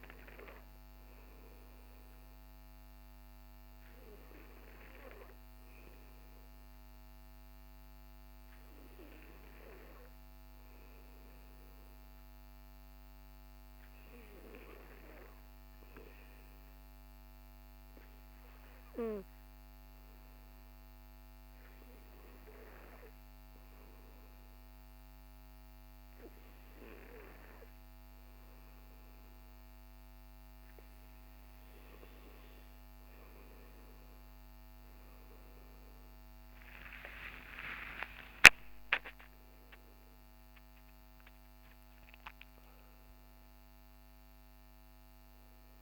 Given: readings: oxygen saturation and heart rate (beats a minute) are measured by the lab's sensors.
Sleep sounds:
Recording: breathing in sleep by a microphone on the trachea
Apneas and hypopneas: 1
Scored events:
17.00-31.00 s: hypopnea (oxygen 96% before, 94% lowest, heart rate 56 before, 50 extreme, up 34 after)
36.00-41.00 s: arousal
From the record:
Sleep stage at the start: N2 (light sleep)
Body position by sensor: on the back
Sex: male

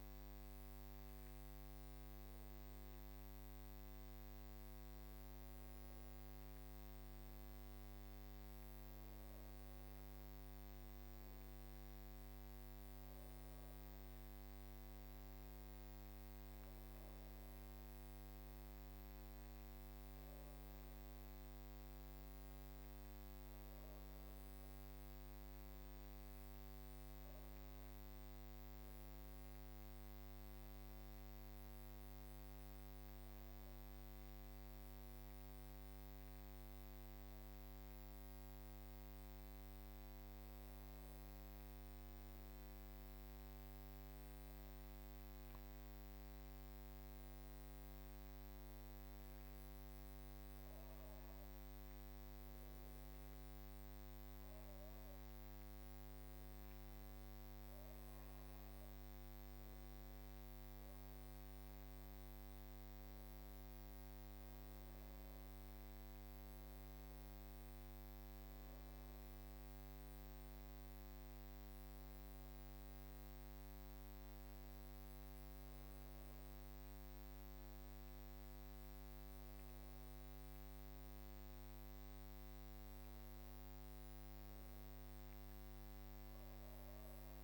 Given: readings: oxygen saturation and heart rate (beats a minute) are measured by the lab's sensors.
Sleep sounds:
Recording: breathing in sleep, hard to hear, by a microphone on the trachea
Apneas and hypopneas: none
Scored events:
18.00-87.44 s: new sleep stage, N2 (light sleep)
From the record:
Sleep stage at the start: N1 (lightest sleep)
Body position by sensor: on the back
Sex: female

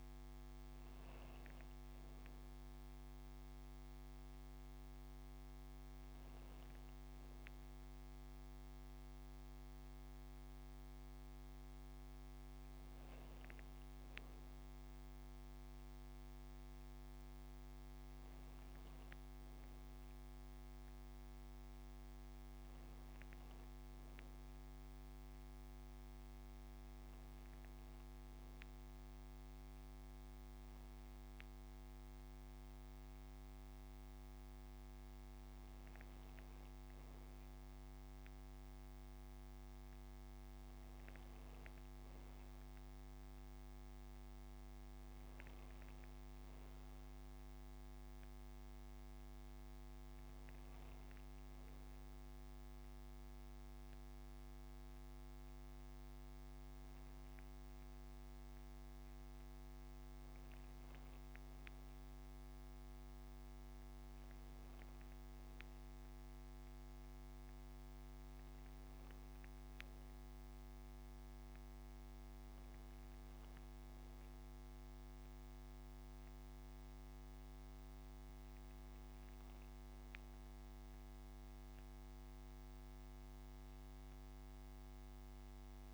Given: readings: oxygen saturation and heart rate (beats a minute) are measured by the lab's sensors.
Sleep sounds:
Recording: breathing in sleep, hard to hear, by a microphone on the trachea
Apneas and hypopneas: none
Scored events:
none scored
From the record:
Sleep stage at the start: N2 (light sleep)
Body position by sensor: on the back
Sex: female

